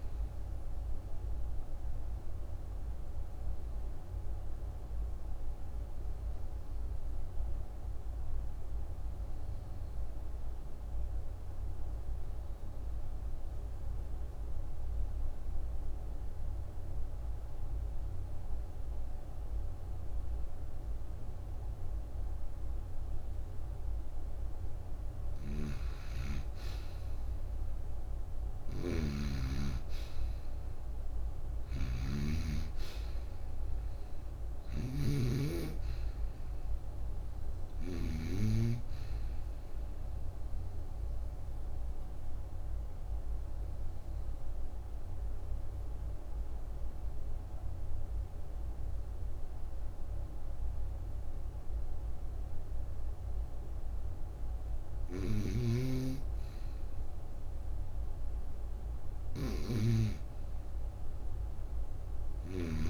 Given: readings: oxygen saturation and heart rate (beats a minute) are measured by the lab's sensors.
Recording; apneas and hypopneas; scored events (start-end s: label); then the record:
breathing in sleep by a room microphone; 2
0.00-5.00 s: oxygen desaturation (device-marked, oxygen 89% lowest, heart rate 58 extreme)
1.00-24.50 s: obstructive apnea (oxygen 93% before, 79% lowest, heart rate 60 before, 58 extreme, up 10 after)
20.00-30.00 s: oxygen desaturation (device-marked, oxygen 95% before, 90% lowest, heart rate 62 before, 59 extreme)
25.00-38.00 s: snoring (device-marked)
27.50-31.00 s: arousal
32.00-45.00 s: oxygen desaturation (device-marked, oxygen 93% before, 89% lowest, heart rate 61 before, 50 extreme)
40.00-54.00 s: obstructive apnea (oxygen 95% before, 79% lowest, heart rate 63 before, 50 extreme, up 1 after)
47.00-62.90 s: oxygen desaturation (device-marked, oxygen 90% before, 79% lowest, heart rate 64 before, 50 extreme)
55.00-62.90 s: snoring (device-marked)
56.00-58.50 s: arousal
From the record:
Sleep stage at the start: N2 (light sleep); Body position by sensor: on the right side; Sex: female